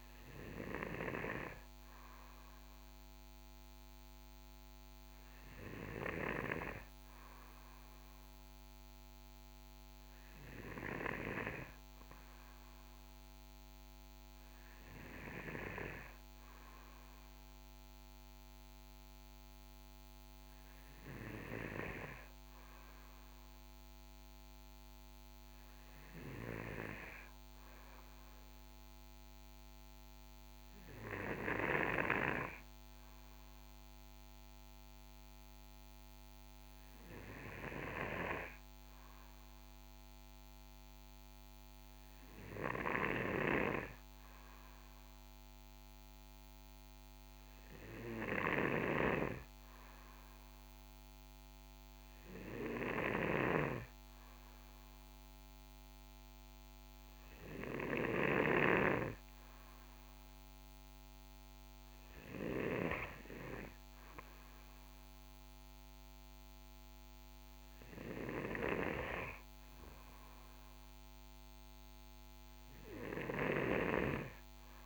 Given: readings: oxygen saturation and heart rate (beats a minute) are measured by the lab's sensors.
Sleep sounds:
breathing in sleep by a microphone on the trachea; none
none scored
From the record:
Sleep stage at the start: N2 (light sleep); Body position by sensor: on the right side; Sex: male

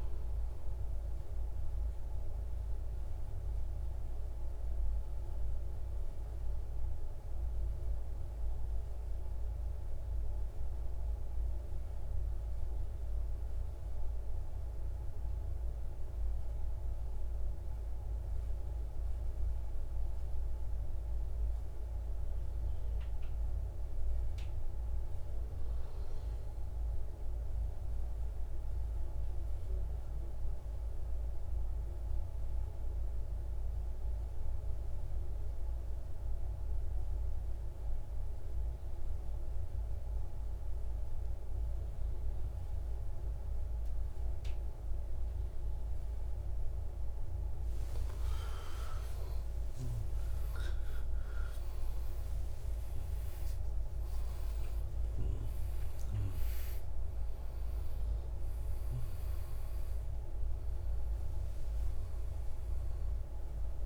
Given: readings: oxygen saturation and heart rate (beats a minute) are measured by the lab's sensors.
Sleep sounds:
breathing in sleep, hard to hear, by a room microphone; 1
0.00-7.50 s: oxygen desaturation (device-marked, oxygen 86% lowest, heart rate 79 extreme)
1.00-46.50 s: mixed apnea (oxygen 95% before, 86% lowest, heart rate 129 before, 134 extreme, up 52 after)
31.50-61.50 s: oxygen desaturation (device-marked, oxygen 98% before, 88% lowest, heart rate 171 before, 134 extreme)
47.50-52.50 s: arousal
From the record:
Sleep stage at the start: N2 (light sleep); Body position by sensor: on the right side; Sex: male

